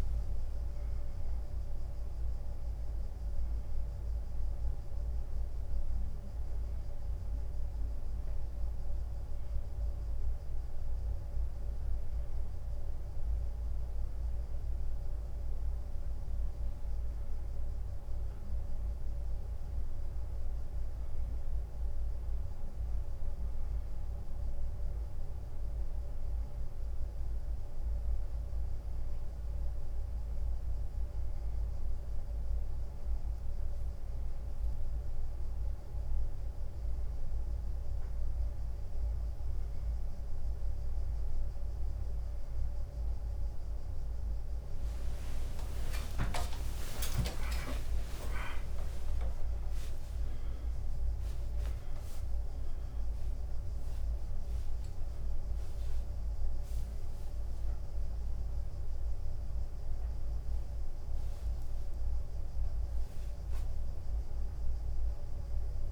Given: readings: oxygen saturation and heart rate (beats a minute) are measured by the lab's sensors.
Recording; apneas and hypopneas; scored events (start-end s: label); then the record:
breathing in sleep, hard to hear, by a room microphone; 2
0.00-1.00 s: drop in pulse transit time (device-marked, heart rate 78 extreme)
1.00-11.00 s: hypopnea (oxygen 99% before, 90% lowest, heart rate 82 before, 88 extreme)
5.00-17.00 s: oxygen desaturation (device-marked, oxygen 95% before, 92% lowest, heart rate 84 before, 88 extreme)
15.00-19.50 s: arousal
23.00-35.50 s: hypopnea (oxygen 96% before, 90% lowest, heart rate 89 before, 89 extreme, up 0 after)
25.00-41.00 s: oxygen desaturation (device-marked, oxygen 96% before, 90% lowest, heart rate 89 before, 89 extreme)
46.50-52.00 s: arousal
48.00-60.00 s: drop in pulse transit time (device-marked, heart rate 89 before, 91 extreme)
54.00-60.00 s: tachycardia (device-marked, heart rate 90 before, 109 extreme)
57.50-59.50 s: long interval between heartbeats (device-marked, heart rate 92 before, 108 extreme)
From the record:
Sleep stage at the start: N1 (lightest sleep); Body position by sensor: on the left side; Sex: male